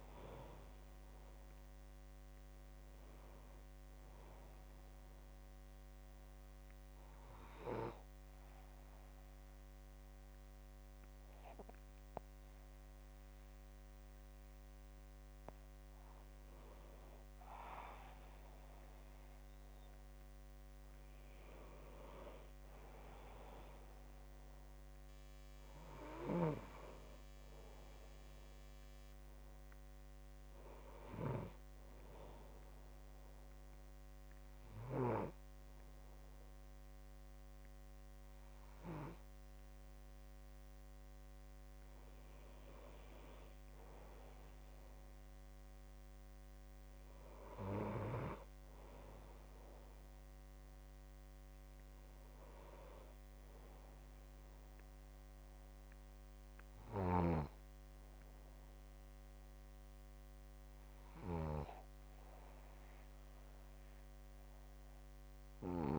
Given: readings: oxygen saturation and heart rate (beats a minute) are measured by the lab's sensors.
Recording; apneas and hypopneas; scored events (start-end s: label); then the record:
breathing in sleep by a microphone on the trachea; 1
0.00-18.50 s: oxygen desaturation (device-marked, oxygen 93% lowest, heart rate 61 extreme)
9.00-20.50 s: hypopnea (oxygen 96% before, 93% lowest, heart rate 62 before, 61 extreme, up 1 after)
22.00-26.00 s: arousal
From the record:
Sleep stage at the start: N2 (light sleep); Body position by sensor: on the back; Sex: male